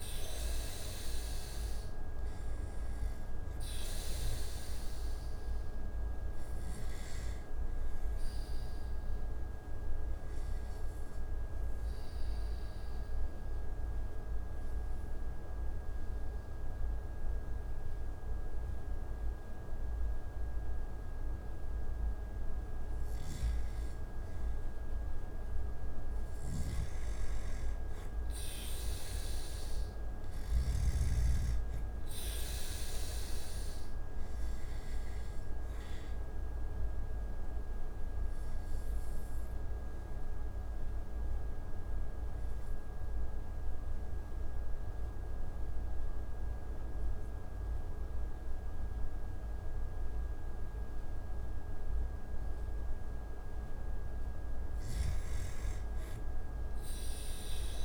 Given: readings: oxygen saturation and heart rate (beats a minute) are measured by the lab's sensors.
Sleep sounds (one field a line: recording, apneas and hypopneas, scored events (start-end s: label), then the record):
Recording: breathing in sleep, hard to hear, by a room microphone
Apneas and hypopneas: 2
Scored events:
6.50-21.50 s: obstructive apnea (oxygen 97% before, 89% lowest)
10.00-24.00 s: oxygen desaturation (device-marked, oxygen 96% before, 91% lowest)
24.50-27.00 s: arousal
34.00-54.00 s: oxygen desaturation (device-marked, oxygen 97% before, 90% lowest)
36.00-53.50 s: obstructive apnea (oxygen 97% before, 88% lowest)
55.50-57.85 s: arousal
From the record:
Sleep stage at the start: N2 (light sleep)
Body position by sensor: on the back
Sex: male